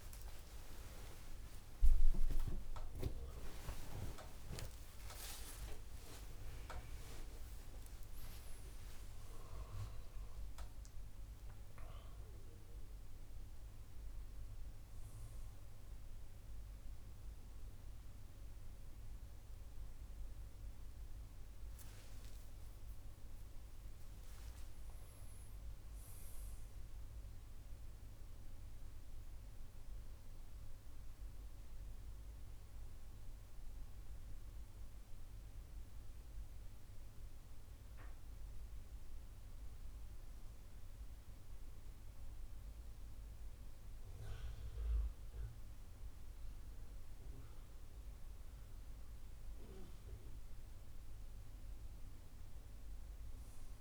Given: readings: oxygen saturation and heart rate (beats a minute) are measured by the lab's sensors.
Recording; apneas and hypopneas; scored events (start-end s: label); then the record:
a person partly awake in a sleep study, by a room microphone; none
9.00-53.81 s: new sleep stage, N1 (lightest sleep)
From the record:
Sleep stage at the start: awake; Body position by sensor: on the back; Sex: male